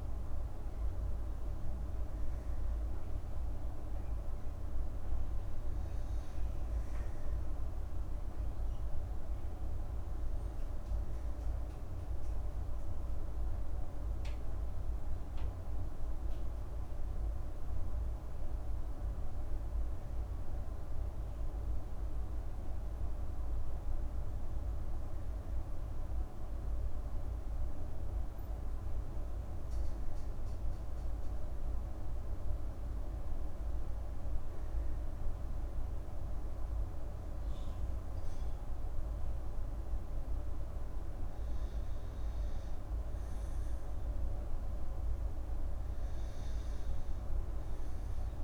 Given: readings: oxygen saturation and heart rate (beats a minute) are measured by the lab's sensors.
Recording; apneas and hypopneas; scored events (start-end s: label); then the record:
breathing in sleep, hard to hear, by a room microphone; none
none scored
From the record:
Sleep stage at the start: N2 (light sleep); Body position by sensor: on the back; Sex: female